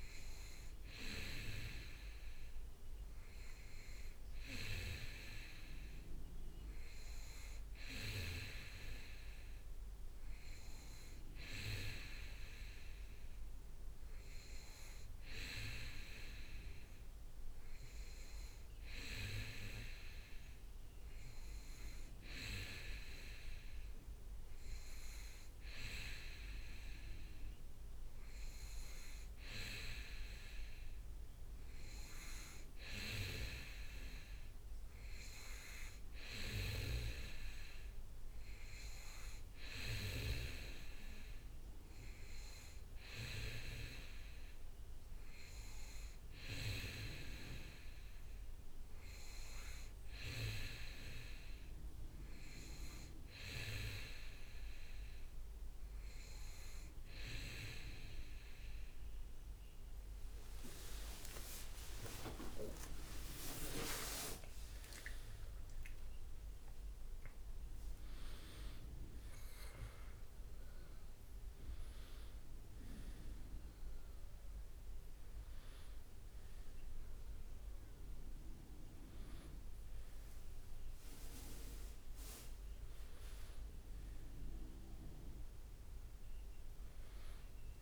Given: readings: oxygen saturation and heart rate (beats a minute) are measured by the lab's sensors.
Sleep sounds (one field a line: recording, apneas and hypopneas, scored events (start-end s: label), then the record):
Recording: breathing in sleep by a room microphone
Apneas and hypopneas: none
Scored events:
0.00-6.00 s: leg movement (device-marked)
20.00-26.50 s: leg movement (device-marked)
28.50-34.00 s: leg movement (device-marked)
35.50-41.00 s: leg movement (device-marked)
46.00-49.00 s: leg movement (device-marked)
51.00-59.50 s: leg movement (device-marked)
62.00-66.00 s: arousal
76.50-79.00 s: leg movement (device-marked)
79.50-83.50 s: leg movement (device-marked)
85.50-87.82 s: leg movement (device-marked)
From the record:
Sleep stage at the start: N2 (light sleep)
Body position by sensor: on the back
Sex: male